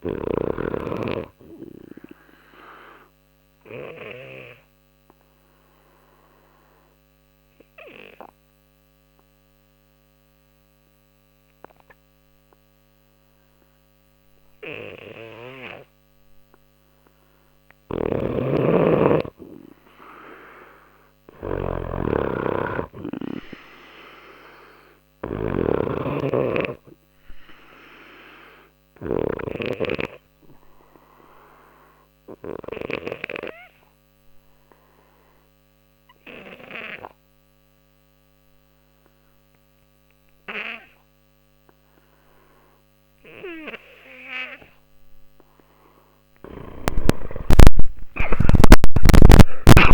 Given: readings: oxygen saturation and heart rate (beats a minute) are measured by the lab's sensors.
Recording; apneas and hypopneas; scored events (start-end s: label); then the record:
breathing in sleep by a microphone on the trachea; 2
2.50-17.00 s: obstructive apnea (oxygen 95% before, 91% lowest, heart rate 64 before, 59 extreme, up 1 after)
15.00-29.00 s: oxygen desaturation (device-marked, oxygen 95% before, 91% lowest, heart rate 61 before, 60 extreme)
17.50-29.00 s: snoring (device-marked)
19.00-22.50 s: arousal
28.00-45.00 s: obstructive apnea (oxygen 96% before, 92% lowest, heart rate 60 before, 60 extreme, up 40 after)
44.00-49.94 s: oxygen desaturation (device-marked, oxygen 97% before, 92% lowest, heart rate 60 before, 59 extreme)
47.50-49.94 s: arousal
47.50-49.94 s: snoring (device-marked)
From the record:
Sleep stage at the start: N2 (light sleep); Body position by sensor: on the left side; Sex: male